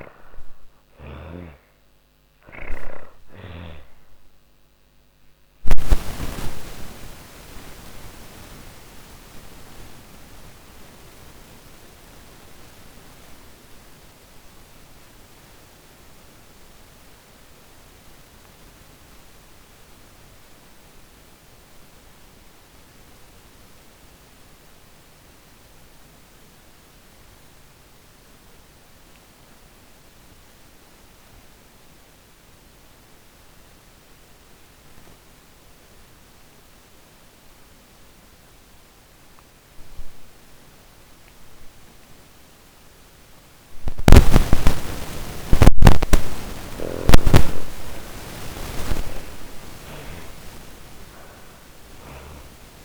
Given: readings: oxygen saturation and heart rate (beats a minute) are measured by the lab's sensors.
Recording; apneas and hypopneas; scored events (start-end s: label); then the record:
breathing in sleep by a microphone on the trachea; 1
0.00-25.50 s: oxygen desaturation (device-marked, oxygen 72% lowest)
5.50-43.50 s: obstructive apnea (oxygen 97% before, 72% lowest)
35.50-52.85 s: oxygen desaturation (device-marked, oxygen 97% before, 75% lowest, heart rate 60 before, 46 extreme)
45.00-48.50 s: snoring (device-marked)
46.00-50.50 s: arousal
From the record:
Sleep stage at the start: N2 (light sleep); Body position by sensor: on the back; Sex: female